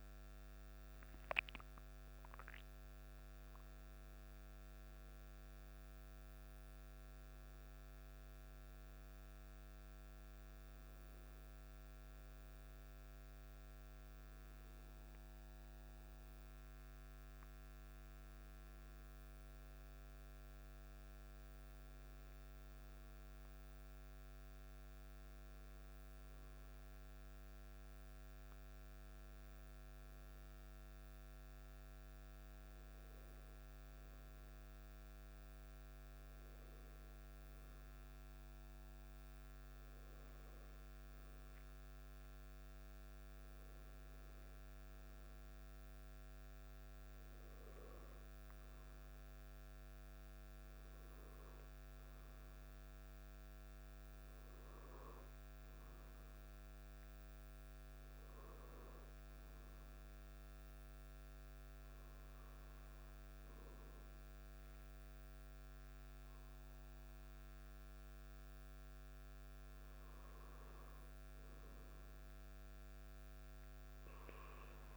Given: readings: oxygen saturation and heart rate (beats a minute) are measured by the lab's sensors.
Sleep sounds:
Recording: breathing in sleep, hard to hear, by a microphone on the trachea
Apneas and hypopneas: none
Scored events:
17.00-74.97 s: new sleep stage, N2 (light sleep)
From the record:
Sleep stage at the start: N1 (lightest sleep)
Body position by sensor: on the back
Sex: male

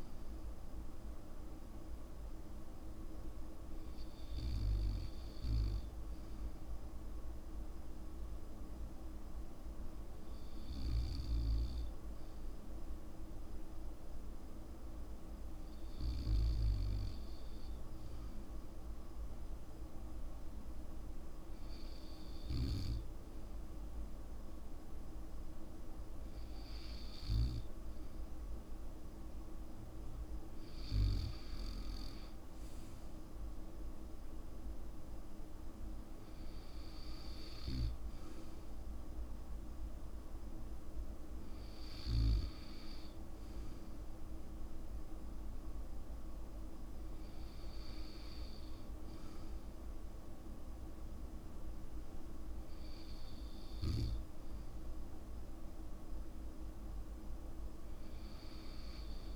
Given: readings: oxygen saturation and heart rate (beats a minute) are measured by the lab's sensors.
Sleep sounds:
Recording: breathing in sleep, hard to hear, by a room microphone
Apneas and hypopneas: none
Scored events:
none scored
From the record:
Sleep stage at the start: N2 (light sleep)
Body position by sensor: on the back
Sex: male

